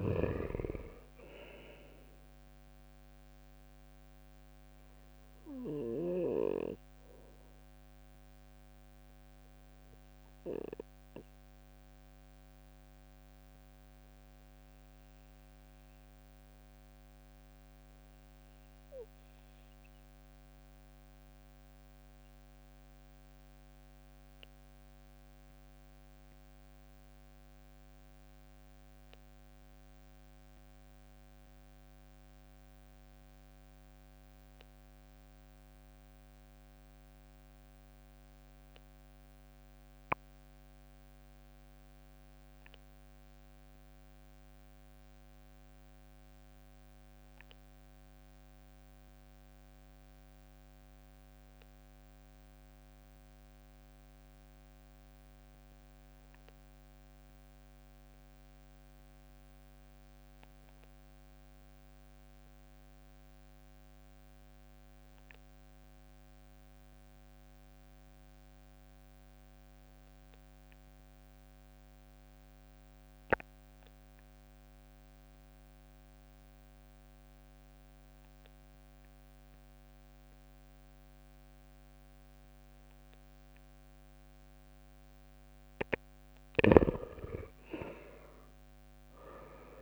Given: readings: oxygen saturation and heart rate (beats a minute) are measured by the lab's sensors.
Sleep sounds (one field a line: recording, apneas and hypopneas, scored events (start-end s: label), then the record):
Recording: breathing in sleep by a microphone on the trachea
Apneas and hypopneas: 1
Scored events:
4.00-23.00 s: oxygen desaturation (device-marked, oxygen 94% before, 87% lowest, heart rate 72 before, 66 extreme)
9.50-85.50 s: obstructive apnea (oxygen 95% before, 81% lowest, heart rate 69 before, 65 extreme, up 11 after)
60.00-89.82 s: oxygen desaturation (device-marked, oxygen 97% before, 86% lowest, heart rate 70 before, 65 extreme)
From the record:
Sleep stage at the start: N2 (light sleep)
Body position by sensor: on the right side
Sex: male